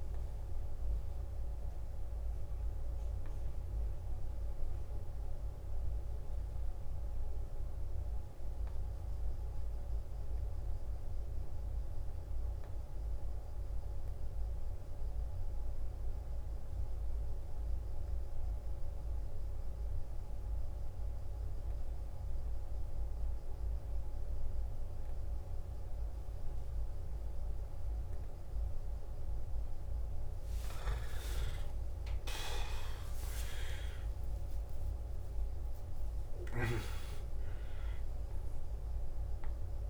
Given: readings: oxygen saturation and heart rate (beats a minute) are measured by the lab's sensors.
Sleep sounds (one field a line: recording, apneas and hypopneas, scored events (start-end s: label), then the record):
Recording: breathing in sleep by a room microphone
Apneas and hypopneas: 1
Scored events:
0.00-9.00 s: oxygen desaturation (device-marked, oxygen 88% lowest, heart rate 52 extreme)
0.50-31.50 s: obstructive apnea (oxygen 93% before, 89% lowest, heart rate 69 before, 52 extreme, up 18 after)
6.00-39.90 s: new sleep stage, N2 (light sleep)
27.00-39.90 s: oxygen desaturation (device-marked, oxygen 98% before, 90% lowest, heart rate 53 before, 51 extreme)
32.50-36.50 s: arousal
From the record:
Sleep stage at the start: N1 (lightest sleep)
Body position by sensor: on the back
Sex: male